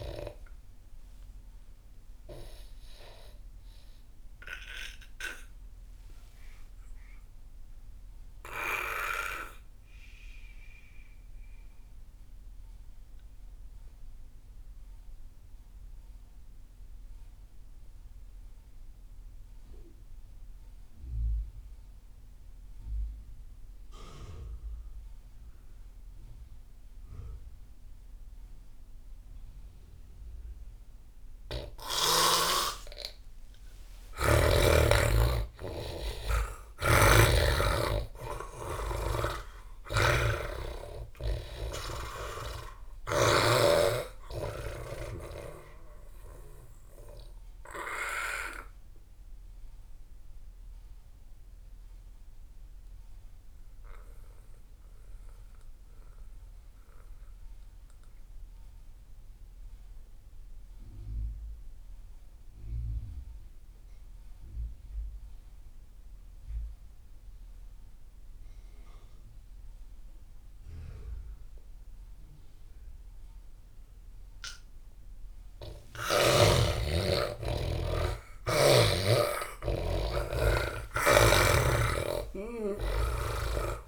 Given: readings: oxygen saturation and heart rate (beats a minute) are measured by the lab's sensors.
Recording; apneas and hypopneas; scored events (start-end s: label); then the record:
breathing in sleep by a room microphone; 2
0.00-9.00 s: oxygen desaturation (device-marked, oxygen 81% lowest)
2.00-33.50 s: obstructive apnea (oxygen 98% before, 75% lowest)
24.00-55.00 s: oxygen desaturation (device-marked, oxygen 98% before, 75% lowest)
34.00-39.00 s: arousal
47.00-75.00 s: mixed apnea (oxygen 97% before, 76% lowest)
72.00-83.87 s: oxygen desaturation (device-marked, oxygen 98% before, 80% lowest)
75.50-81.00 s: arousal
81.00-83.87 s: snoring (device-marked)
From the record:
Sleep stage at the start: N2 (light sleep); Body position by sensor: on the back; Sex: male